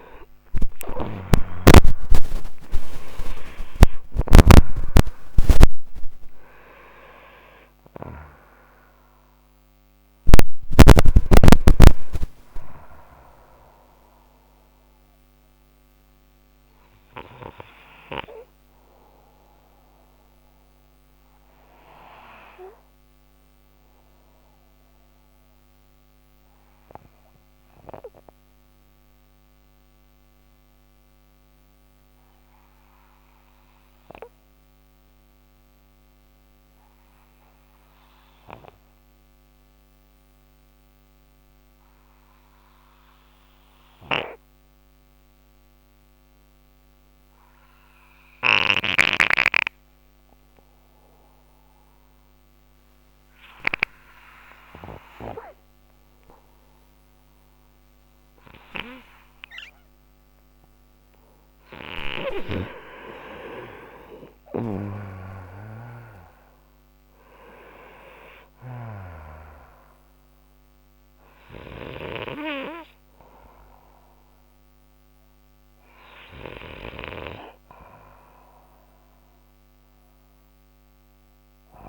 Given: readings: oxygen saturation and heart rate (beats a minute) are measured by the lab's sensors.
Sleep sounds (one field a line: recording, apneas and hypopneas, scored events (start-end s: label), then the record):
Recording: breathing in sleep by a microphone on the trachea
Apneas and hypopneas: 1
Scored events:
0.00-1.00 s: arousal
0.00-1.00 s: snoring (device-marked)
13.50-26.50 s: oxygen desaturation (device-marked, oxygen 95% before, 91% lowest, heart rate 129 before, 55 extreme)
14.50-59.00 s: obstructive apnea (oxygen 97% before, 90% lowest, heart rate 130 before, 55 extreme)
62.00-68.50 s: snoring (device-marked)
62.50-67.50 s: arousal
78.50-81.89 s: oxygen desaturation (device-marked, oxygen 94% before, 90% lowest, heart rate 116 before, 83 extreme)
From the record:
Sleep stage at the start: N2 (light sleep)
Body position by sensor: on the right side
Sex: male